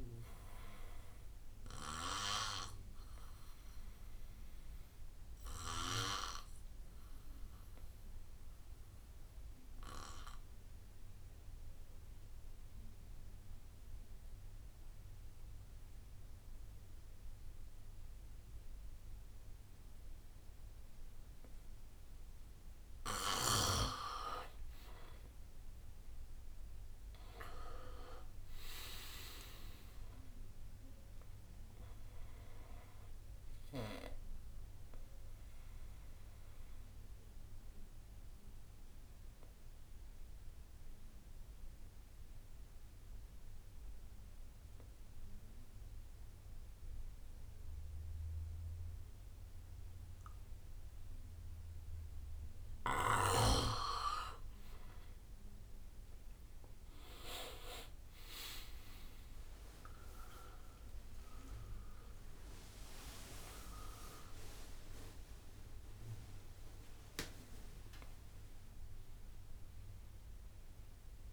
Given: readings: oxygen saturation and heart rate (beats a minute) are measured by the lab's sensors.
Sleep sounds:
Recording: breathing in sleep by a room microphone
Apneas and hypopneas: 2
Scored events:
0.00-3.00 s: drop in pulse transit time (device-marked, heart rate 65 extreme)
0.00-11.00 s: oxygen desaturation (device-marked, oxygen 89% lowest, heart rate 57 extreme)
2.00-4.00 s: bradycardia (device-marked, heart rate 68 before, 63 extreme)
2.50-23.50 s: obstructive apnea (oxygen 99% before, 89% lowest, heart rate 70 before, 59 extreme, up 12 after)
6.00-8.00 s: bradycardia (device-marked, heart rate 68 before, 57 extreme)
24.00-44.00 s: oxygen desaturation (device-marked, oxygen 99% before, 90% lowest, heart rate 61 before, 59 extreme)
26.00-37.00 s: drop in pulse transit time (device-marked, heart rate 62 before, 68 extreme)
27.00-32.00 s: arousal
35.50-53.00 s: obstructive apnea (oxygen 100% before, 89% lowest, heart rate 67 before, 59 extreme, up 14 after)
38.00-40.00 s: bradycardia (device-marked, heart rate 67 before, 64 extreme)
51.00-70.00 s: oxygen desaturation (device-marked, oxygen 99% before, 89% lowest, heart rate 66 before, 59 extreme)
56.50-61.00 s: arousal
61.00-63.00 s: long interval between heartbeats (device-marked, heart rate 65 before, 87 extreme)
62.00-71.33 s: drop in pulse transit time (device-marked, heart rate 66 before, 78 extreme)
From the record:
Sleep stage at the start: N2 (light sleep)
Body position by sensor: on the back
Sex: male

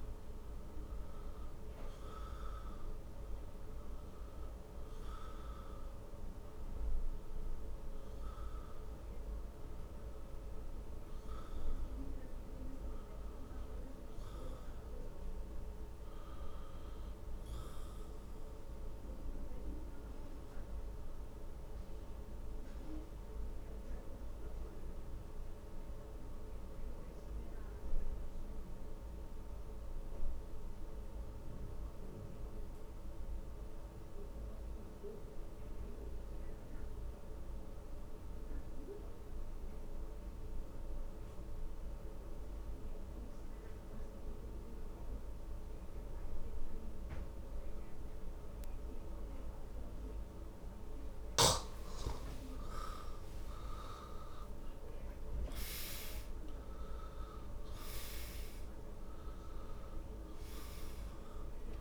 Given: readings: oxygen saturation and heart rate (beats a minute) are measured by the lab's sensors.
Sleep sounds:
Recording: breathing in sleep, hard to hear, by a room microphone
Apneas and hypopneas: 1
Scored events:
0.00-32.50 s: oxygen desaturation (device-marked, oxygen 87% lowest, heart rate 54 extreme)
16.00-51.50 s: obstructive apnea (oxygen 97% before, 81% lowest, heart rate 70 before, 54 extreme, up 15 after)
47.50-61.81 s: oxygen desaturation (device-marked, oxygen 98% before, 81% lowest, heart rate 58 before, 55 extreme)
53.50-58.00 s: arousal
From the record:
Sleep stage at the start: N2 (light sleep)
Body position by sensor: on the back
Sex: male

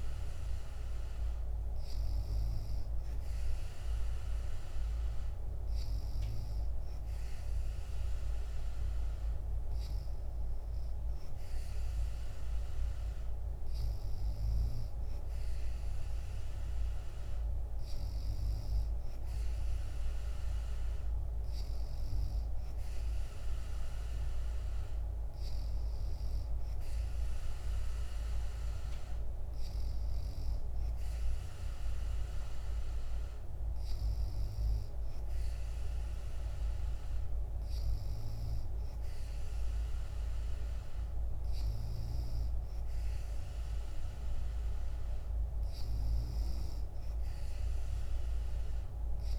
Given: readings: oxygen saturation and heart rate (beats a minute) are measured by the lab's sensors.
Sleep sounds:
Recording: breathing in sleep, hard to hear, by a room microphone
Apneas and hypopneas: none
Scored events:
none scored
From the record:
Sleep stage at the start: N3 (deep sleep)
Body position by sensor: on the back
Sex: female

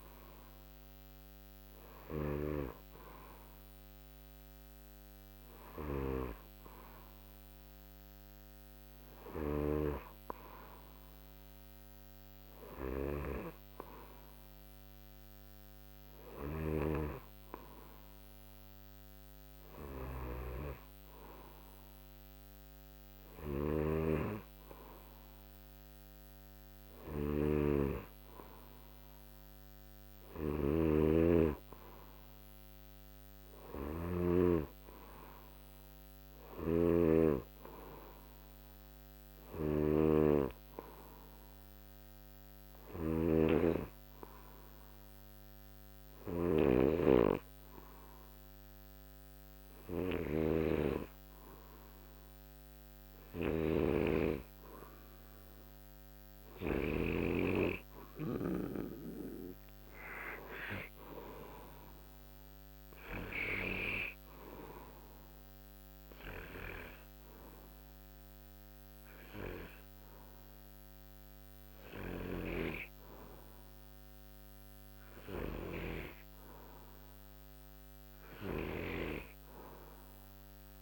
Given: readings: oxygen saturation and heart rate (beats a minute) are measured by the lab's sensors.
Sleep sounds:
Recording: breathing in sleep by a microphone on the trachea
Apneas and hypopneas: none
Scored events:
0.00-57.00 s: snoring (device-marked)
72.00-80.82 s: snoring (device-marked)
From the record:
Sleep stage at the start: N2 (light sleep)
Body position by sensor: on the back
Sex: male

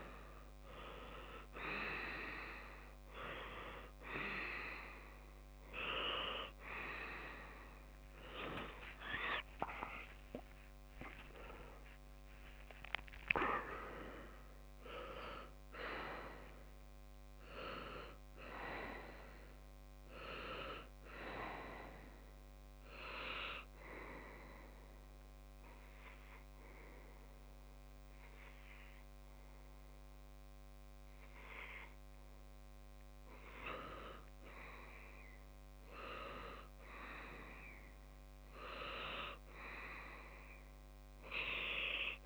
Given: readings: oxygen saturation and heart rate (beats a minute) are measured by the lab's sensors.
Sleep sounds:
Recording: breathing in sleep by a microphone on the trachea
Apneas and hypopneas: 1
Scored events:
0.00-8.50 s: oxygen desaturation (device-marked, oxygen 96% lowest)
9.00-13.00 s: arousal
12.00-14.00 s: long interval between heartbeats (device-marked)
14.00-16.00 s: long interval between heartbeats (device-marked)
24.00-34.00 s: hypopnea (oxygen 98% before, 95% lowest)
36.50-40.00 s: arousal
From the record:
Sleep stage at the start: N2 (light sleep)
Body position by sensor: on the left side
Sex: male

